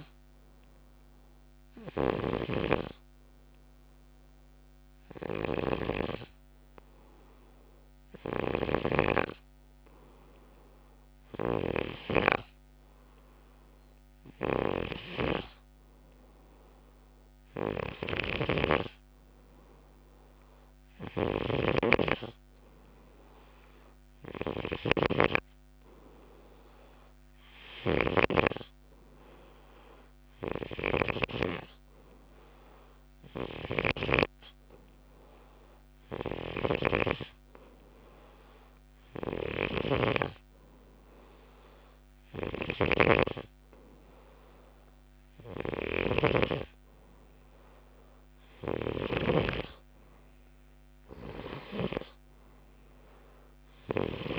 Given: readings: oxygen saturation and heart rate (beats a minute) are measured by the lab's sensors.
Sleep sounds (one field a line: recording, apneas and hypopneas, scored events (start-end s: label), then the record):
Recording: breathing in sleep by a microphone on the trachea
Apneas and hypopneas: none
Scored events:
0.00-28.50 s: snoring (device-marked)
30.50-54.38 s: snoring (device-marked)
From the record:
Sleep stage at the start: N2 (light sleep)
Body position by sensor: on the left side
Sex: male